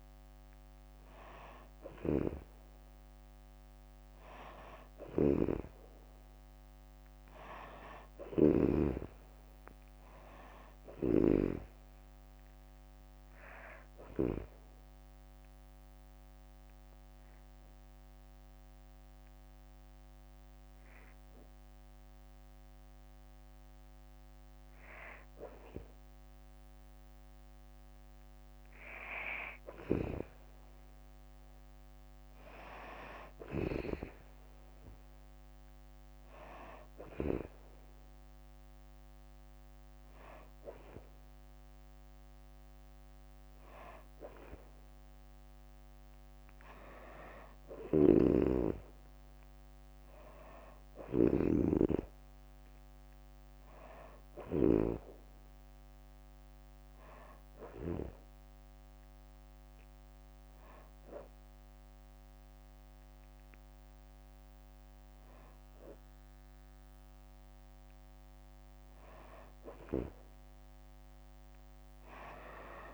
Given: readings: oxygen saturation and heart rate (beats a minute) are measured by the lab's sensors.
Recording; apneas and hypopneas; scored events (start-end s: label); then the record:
breathing in sleep by a microphone on the trachea; 2
0.00-8.50 s: snoring (device-marked)
6.50-9.50 s: arousal
7.00-20.00 s: drop in pulse transit time (device-marked, heart rate 70 before, 67 extreme)
14.00-25.00 s: hypopnea (oxygen 95% before, 93% lowest, heart rate 72 before, 63 extreme, up 5 after)
26.00-28.50 s: arousal
33.00-37.00 s: snoring (device-marked)
33.00-49.00 s: oxygen desaturation (device-marked, oxygen 96% before, 93% lowest, heart rate 67 before, 64 extreme)
46.00-62.00 s: drop in pulse transit time (device-marked, heart rate 68 before, 66 extreme)
47.50-54.50 s: snoring (device-marked)
53.50-56.00 s: arousal
57.00-67.00 s: hypopnea (oxygen 96% before, 93% lowest, heart rate 70 before, 64 extreme, up 6 after)
68.50-71.00 s: arousal
From the record:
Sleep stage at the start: N2 (light sleep); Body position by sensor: on the back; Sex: female